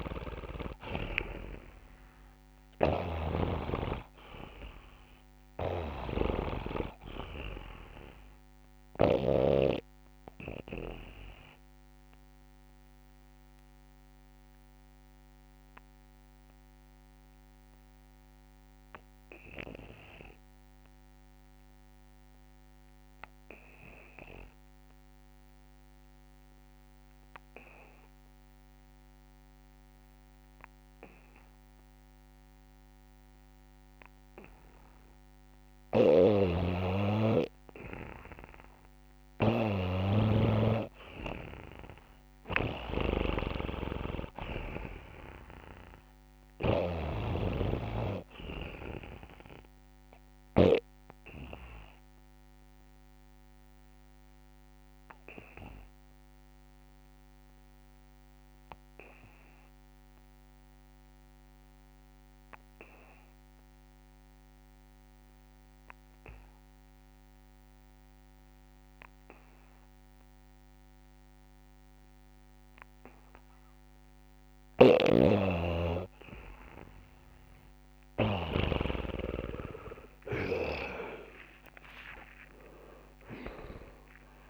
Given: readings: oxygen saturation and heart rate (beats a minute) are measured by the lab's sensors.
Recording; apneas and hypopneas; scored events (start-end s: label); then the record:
breathing in sleep by a microphone on the trachea; 2
0.00-1.50 s: arousal
0.00-2.00 s: long interval between heartbeats (device-marked, heart rate 67 before, 69 extreme)
0.00-9.00 s: snoring (device-marked)
0.00-22.00 s: oxygen desaturation (device-marked, oxygen 84% lowest, heart rate 44 extreme)
11.00-37.00 s: obstructive apnea (oxygen 97% before, 82% lowest, heart rate 62 before, 45 extreme, up 5 after)
16.50-18.50 s: long interval between heartbeats (device-marked, heart rate 63 before, 68 extreme)
29.00-31.00 s: long interval between heartbeats (device-marked, heart rate 67 before, 74 extreme)
35.50-42.50 s: snoring (device-marked)
36.50-38.50 s: long interval between heartbeats (device-marked, heart rate 65 before, 54 extreme)
38.50-41.50 s: arousal
40.00-65.00 s: oxygen desaturation (device-marked, oxygen 95% before, 83% lowest, heart rate 63 before, 45 extreme)
42.00-44.00 s: long interval between heartbeats (device-marked, heart rate 63 before, 57 extreme)
47.00-50.50 s: snoring (device-marked)
52.00-75.00 s: obstructive apnea (oxygen 97% before, 82% lowest, heart rate 54 before, 46 extreme, up 2 after)
74.00-76.00 s: long interval between heartbeats (device-marked, heart rate 71 before, 67 extreme)
74.50-78.50 s: snoring (device-marked)
78.00-84.50 s: oxygen desaturation (device-marked, oxygen 96% before, 82% lowest, heart rate 70 before, 45 extreme)
79.50-83.00 s: arousal
81.00-83.00 s: long interval between heartbeats (device-marked, heart rate 68 before, 60 extreme)
From the record:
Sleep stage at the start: N2 (light sleep); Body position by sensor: on the back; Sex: male